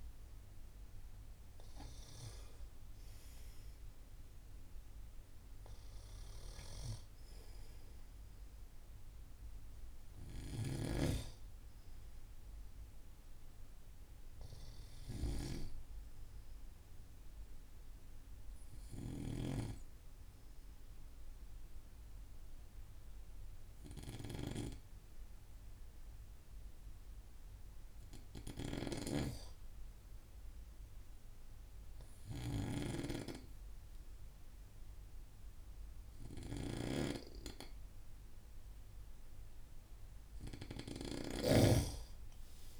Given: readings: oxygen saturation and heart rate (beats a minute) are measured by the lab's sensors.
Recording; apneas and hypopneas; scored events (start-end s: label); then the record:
breathing in sleep by a room microphone; 1
14.50-27.50 s: obstructive apnea (oxygen 96% before, 92% lowest)
30.00-33.50 s: arousal
From the record:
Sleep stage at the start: N2 (light sleep); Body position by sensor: on the right side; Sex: male